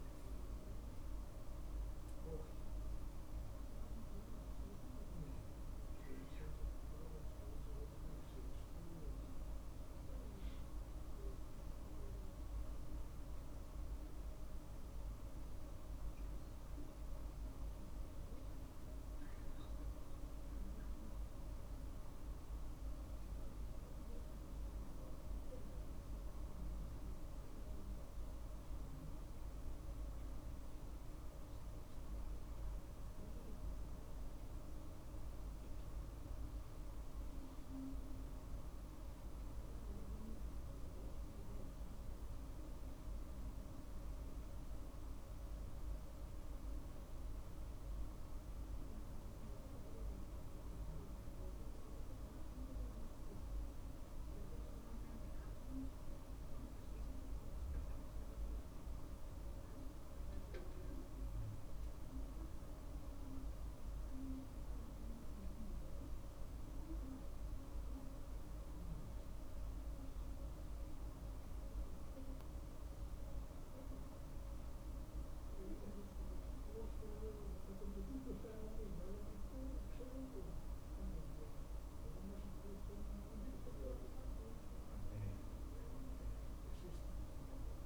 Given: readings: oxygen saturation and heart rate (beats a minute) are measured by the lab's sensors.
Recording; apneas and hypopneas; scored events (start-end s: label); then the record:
a person partly awake in a sleep study, hard to hear, by a room microphone; none
15.50-87.86 s: new sleep stage, N1 (lightest sleep)
From the record:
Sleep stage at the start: awake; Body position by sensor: on the right side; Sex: male